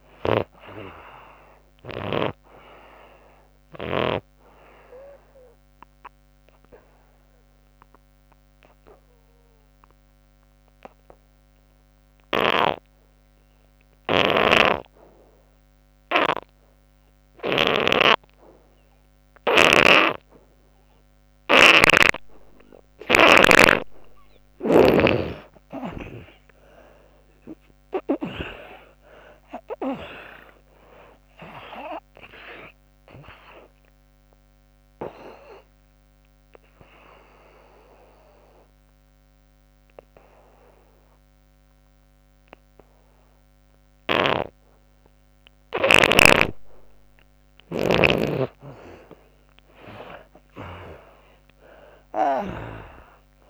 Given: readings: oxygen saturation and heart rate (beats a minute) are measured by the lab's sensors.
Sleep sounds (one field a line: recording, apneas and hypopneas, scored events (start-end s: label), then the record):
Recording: breathing in sleep by a microphone on the trachea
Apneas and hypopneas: 2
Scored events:
0.00-15.00 s: oxygen desaturation (device-marked, oxygen 81% lowest, heart rate 64 extreme)
4.50-23.00 s: obstructive apnea (oxygen 98% before, 75% lowest, heart rate 74 before, 64 extreme, up 46 after)
21.00-24.50 s: snoring (device-marked)
26.00-31.00 s: arousal
27.00-48.00 s: oxygen desaturation (device-marked, oxygen 95% before, 75% lowest, heart rate 72 before, 67 extreme)
36.00-46.50 s: obstructive apnea (oxygen 96% before, 75% lowest, heart rate 88 before, 67 extreme, up 22 after)
49.50-53.50 s: arousal
From the record:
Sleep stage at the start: N2 (light sleep)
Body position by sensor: on the back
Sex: female